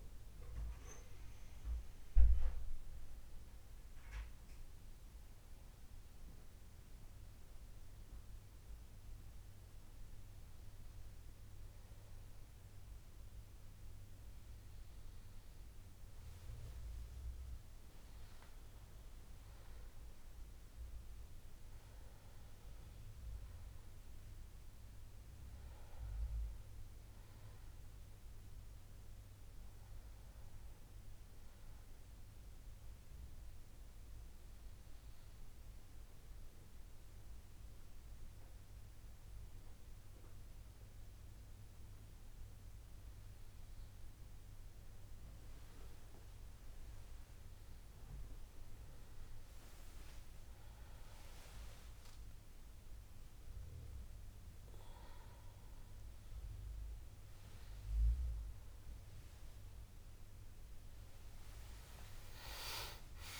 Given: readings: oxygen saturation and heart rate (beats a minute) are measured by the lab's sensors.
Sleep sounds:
breathing in sleep, hard to hear, by a room microphone; none
0.00-8.00 s: bradycardia (device-marked, heart rate 34 extreme)
From the record:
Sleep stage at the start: N2 (light sleep); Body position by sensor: on the back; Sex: male

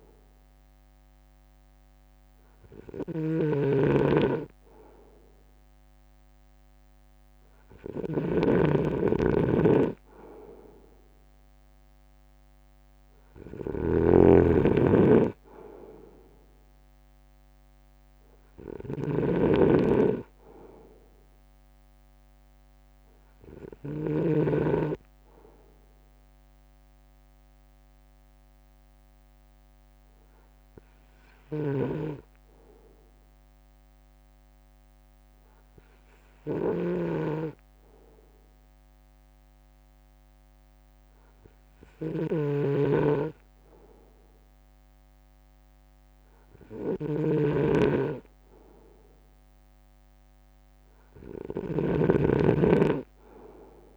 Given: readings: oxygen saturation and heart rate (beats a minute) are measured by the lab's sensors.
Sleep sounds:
breathing in sleep by a microphone on the trachea; 1
0.00-24.50 s: snoring (device-marked)
9.00-23.00 s: drop in pulse transit time (device-marked, heart rate 57 before, 53 extreme)
24.50-43.00 s: hypopnea (oxygen 96% before, 94% lowest, heart rate 55 before, 54 extreme, up 0 after)
31.50-53.97 s: snoring (device-marked)
45.50-48.00 s: arousal
From the record:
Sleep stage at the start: N2 (light sleep); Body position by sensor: on the front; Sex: male

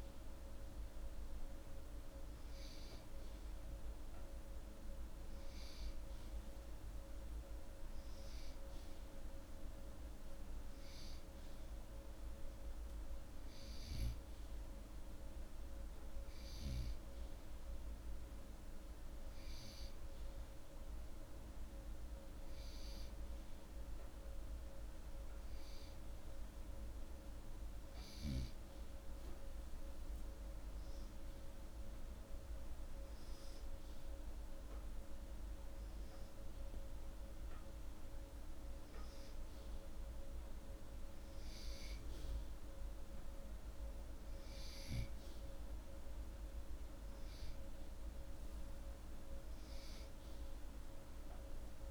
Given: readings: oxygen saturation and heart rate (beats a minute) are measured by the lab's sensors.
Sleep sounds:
breathing in sleep, hard to hear, by a room microphone; none
none scored
From the record:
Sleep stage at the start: N2 (light sleep); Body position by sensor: upright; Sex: male

